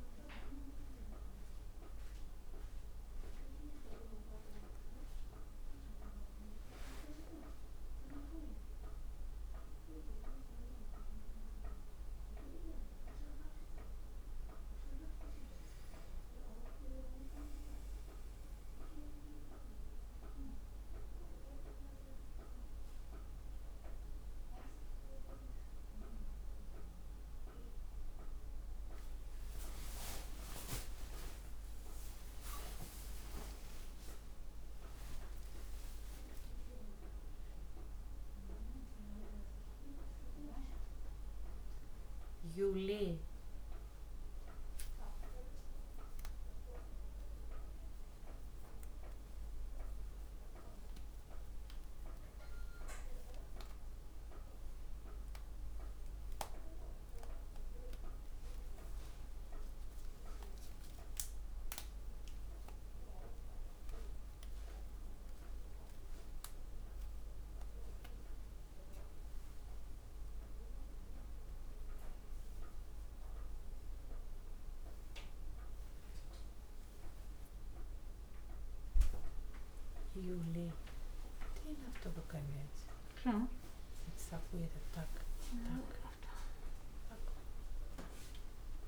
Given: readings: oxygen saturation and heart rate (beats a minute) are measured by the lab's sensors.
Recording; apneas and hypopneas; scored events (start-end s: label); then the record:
a person awake in a sleep study, by a room microphone; none
none scored
From the record:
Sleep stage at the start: awake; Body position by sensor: on the back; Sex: female